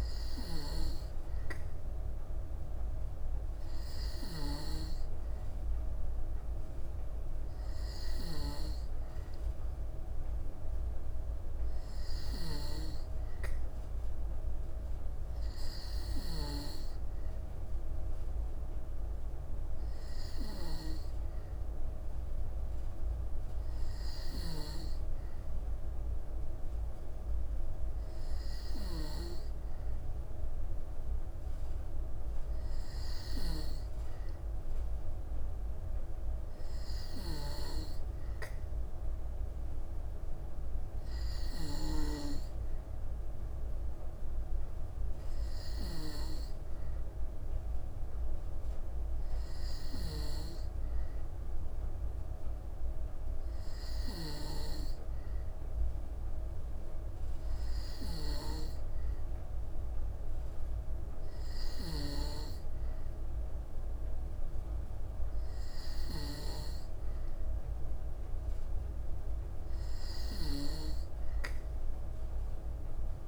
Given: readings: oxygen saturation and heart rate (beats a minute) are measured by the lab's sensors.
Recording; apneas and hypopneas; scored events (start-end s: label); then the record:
breathing in sleep by a room microphone; none
none scored
From the record:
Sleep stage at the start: N2 (light sleep); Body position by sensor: on the back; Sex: female